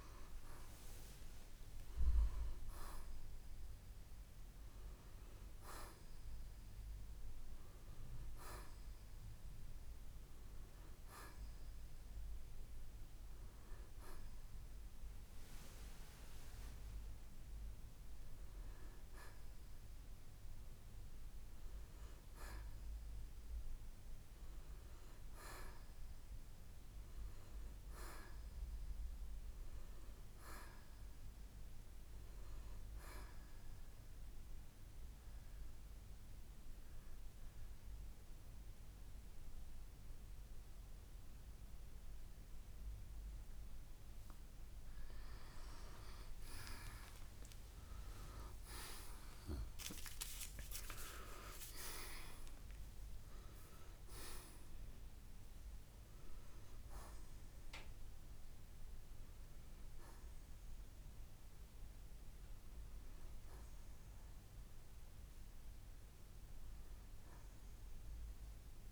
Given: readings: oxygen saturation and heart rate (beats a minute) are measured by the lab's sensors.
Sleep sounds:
a person partly awake in a sleep study, by a room microphone; 1
0.00-2.00 s: arousal
24.00-27.50 s: arousal
34.00-45.00 s: obstructive apnea (oxygen 92% before, 84% lowest, heart rate 64 before, 56 extreme, up 27 after)
34.50-48.50 s: oxygen desaturation (device-marked, oxygen 91% before, 88% lowest, heart rate 63 before, 56 extreme)
45.50-68.92 s: new sleep stage, awake
62.50-68.92 s: oxygen desaturation (device-marked, oxygen 91% before, 84% lowest, heart rate 70 before, 53 extreme)
From the record:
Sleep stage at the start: N1 (lightest sleep); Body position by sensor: on the right side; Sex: male

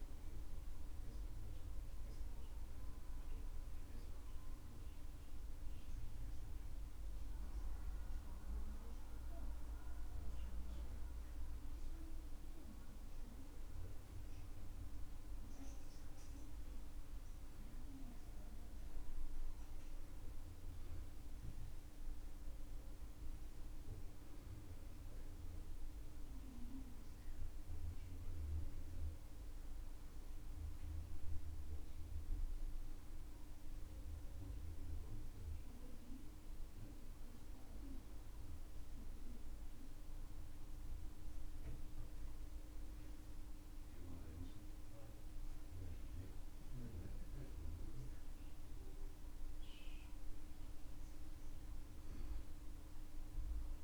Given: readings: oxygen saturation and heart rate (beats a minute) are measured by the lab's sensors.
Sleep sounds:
a person awake in a sleep study, hard to hear, by a room microphone; none
none scored
From the record:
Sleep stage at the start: awake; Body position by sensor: on the back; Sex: male

